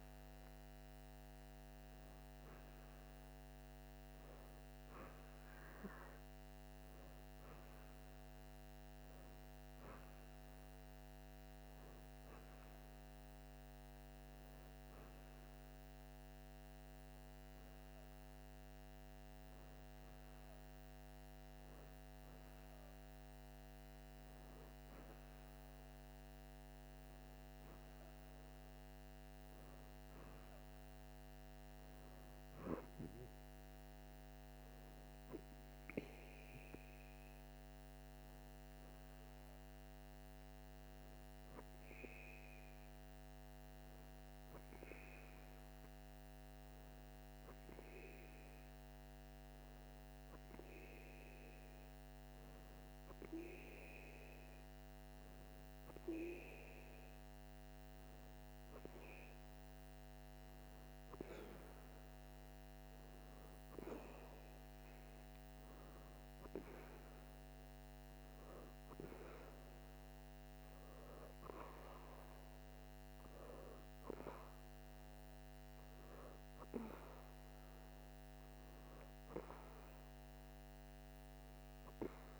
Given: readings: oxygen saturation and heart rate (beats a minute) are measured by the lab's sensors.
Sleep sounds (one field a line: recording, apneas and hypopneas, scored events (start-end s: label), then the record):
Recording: breathing in sleep by a microphone on the trachea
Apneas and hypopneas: none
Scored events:
none scored
From the record:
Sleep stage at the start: N2 (light sleep)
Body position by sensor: on the right side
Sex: female